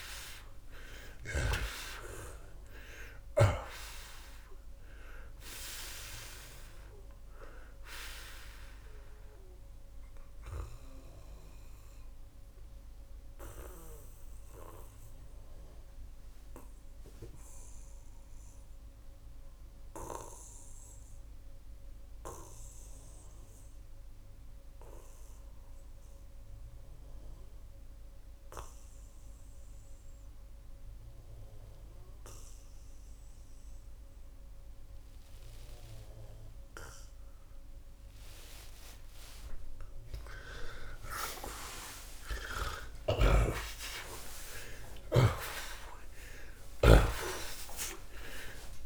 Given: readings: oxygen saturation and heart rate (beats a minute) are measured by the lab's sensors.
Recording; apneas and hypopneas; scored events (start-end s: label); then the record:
breathing in sleep by a room microphone; 1
6.50-32.50 s: oxygen desaturation (device-marked, oxygen 93% before, 80% lowest, heart rate 81 before, 54 extreme)
9.00-37.00 s: obstructive apnea (oxygen 93% before, 78% lowest, heart rate 82 before, 54 extreme, up 24 after)
41.00-48.00 s: arousal
42.50-46.50 s: snoring (device-marked)
From the record:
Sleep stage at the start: N2 (light sleep); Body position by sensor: on the back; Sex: male